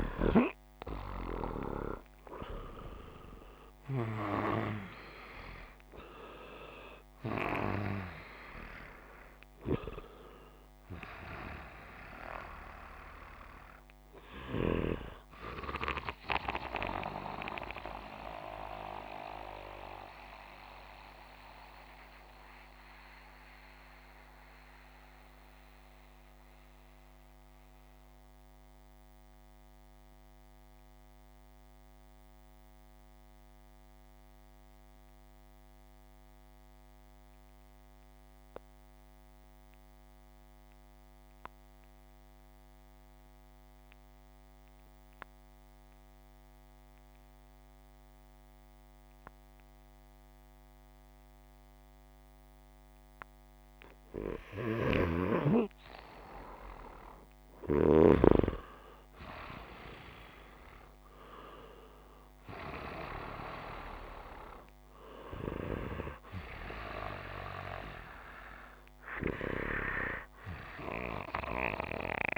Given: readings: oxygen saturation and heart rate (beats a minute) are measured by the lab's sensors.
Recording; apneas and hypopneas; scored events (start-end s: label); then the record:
breathing in sleep by a microphone on the trachea; 1
0.00-3.00 s: arousal
0.00-9.00 s: oxygen desaturation (device-marked, oxygen 93% lowest, heart rate 54 extreme)
17.00-52.50 s: mixed apnea (oxygen 95% before, 92% lowest, heart rate 64 before, 57 extreme, up 5 after)
54.50-59.00 s: arousal
56.00-69.00 s: oxygen desaturation (device-marked, oxygen 98% before, 94% lowest, heart rate 61 before, 58 extreme)
From the record:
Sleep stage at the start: N2 (light sleep); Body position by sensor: upright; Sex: male